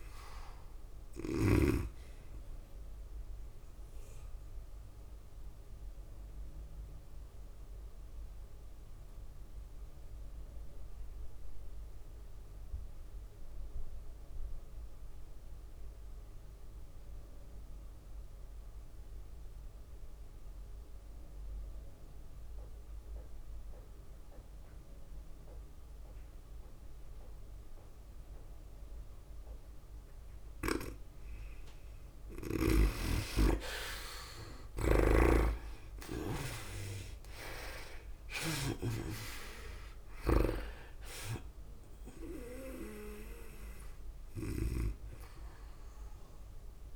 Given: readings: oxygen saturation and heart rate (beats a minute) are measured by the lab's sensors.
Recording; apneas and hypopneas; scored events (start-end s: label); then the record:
breathing in sleep by a room microphone; 1
0.00-2.00 s: snoring (device-marked)
0.00-11.00 s: tachycardia (device-marked, heart rate 105 extreme)
0.00-14.00 s: drop in pulse transit time (device-marked, heart rate 95 before, 100 extreme)
0.00-19.00 s: oxygen desaturation (device-marked, oxygen 82% lowest, heart rate 94 extreme)
4.00-31.50 s: mixed apnea (oxygen 98% before, 79% lowest, heart rate 96 before, 95 extreme, up 8 after)
26.00-46.96 s: oxygen desaturation (device-marked, oxygen 99% before, 79% lowest, heart rate 100 before, 95 extreme)
31.00-39.00 s: snoring (device-marked)
33.50-36.50 s: arousal
35.00-46.96 s: tachycardia (device-marked, heart rate 99 before, 106 extreme)
38.00-46.96 s: drop in pulse transit time (device-marked, heart rate 96 before, 100 extreme)
From the record:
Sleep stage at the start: N2 (light sleep); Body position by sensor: on the right side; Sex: female